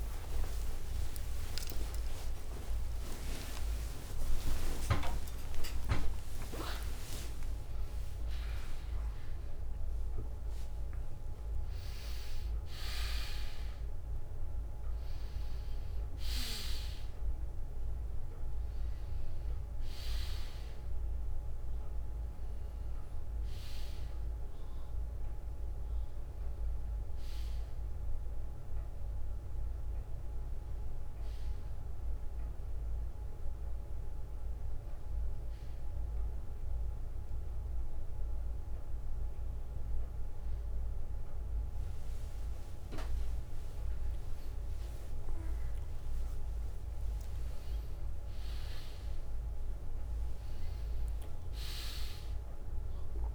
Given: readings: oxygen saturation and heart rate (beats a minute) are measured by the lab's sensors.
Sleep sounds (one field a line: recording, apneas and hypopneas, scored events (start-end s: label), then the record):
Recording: a person awake in a sleep study, by a room microphone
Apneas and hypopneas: none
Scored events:
0.00-8.50 s: tachycardia (device-marked, heart rate 180 extreme)
38.50-40.50 s: bradycardia (device-marked, heart rate 64 before, 61 extreme)
From the record:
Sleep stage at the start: awake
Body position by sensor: on the back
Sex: male